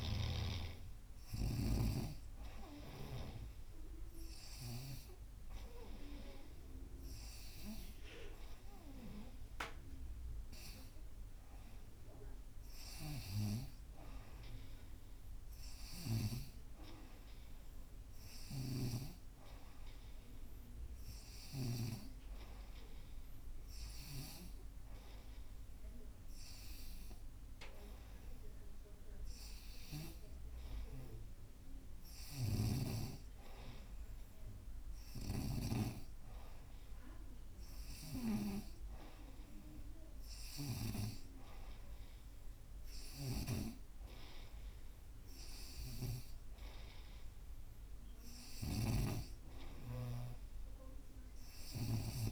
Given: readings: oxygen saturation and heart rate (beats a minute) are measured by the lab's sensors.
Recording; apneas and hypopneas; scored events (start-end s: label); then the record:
breathing in sleep by a room microphone; none
0.00-3.50 s: snoring (device-marked)
3.00-23.00 s: oxygen desaturation (device-marked, oxygen 94% before, 89% lowest, heart rate 88 before, 86 extreme)
18.50-22.00 s: snoring (device-marked)
35.00-41.00 s: snoring (device-marked)
39.00-49.00 s: oxygen desaturation (device-marked, oxygen 94% before, 91% lowest, heart rate 87 before, 88 extreme)
43.00-52.31 s: snoring (device-marked)
From the record:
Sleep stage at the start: N2 (light sleep); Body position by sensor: on the right side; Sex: female